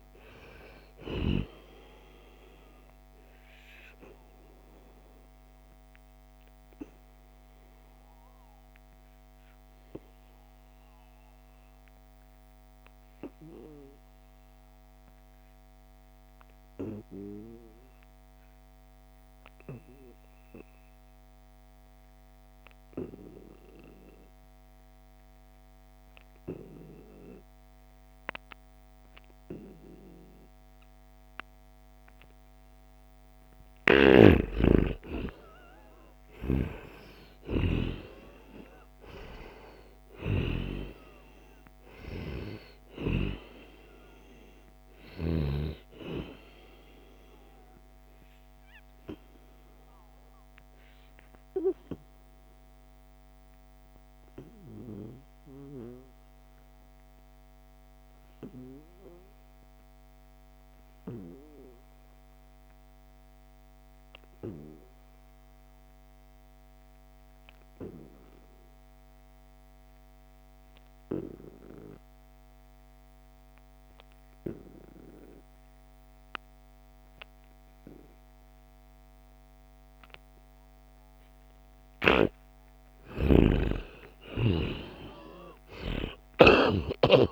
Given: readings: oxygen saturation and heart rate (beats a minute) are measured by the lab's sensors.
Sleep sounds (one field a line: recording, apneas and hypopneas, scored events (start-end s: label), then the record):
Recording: breathing in sleep by a microphone on the trachea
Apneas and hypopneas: 2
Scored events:
0.00-1.00 s: snoring (device-marked)
0.00-17.50 s: oxygen desaturation (device-marked, oxygen 91% lowest, heart rate 69 extreme)
4.00-32.50 s: obstructive apnea (oxygen 98% before, 90% lowest, heart rate 73 before, 69 extreme, up 4 after)
13.00-15.00 s: long interval between heartbeats (device-marked, heart rate 77 before, 79 extreme)
30.50-57.50 s: oxygen desaturation (device-marked, oxygen 98% before, 90% lowest, heart rate 73 before, 67 extreme)
33.50-37.50 s: snoring (device-marked)
34.00-40.50 s: arousal
49.00-80.50 s: obstructive apnea (oxygen 98% before, 86% lowest, heart rate 74 before, 67 extreme, up 4 after)
74.50-87.31 s: oxygen desaturation (device-marked, oxygen 97% before, 86% lowest, heart rate 72 before, 68 extreme)
82.50-87.31 s: new sleep stage, awake
82.50-87.31 s: snoring (device-marked)
From the record:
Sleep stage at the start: N2 (light sleep)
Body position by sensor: on the right side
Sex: male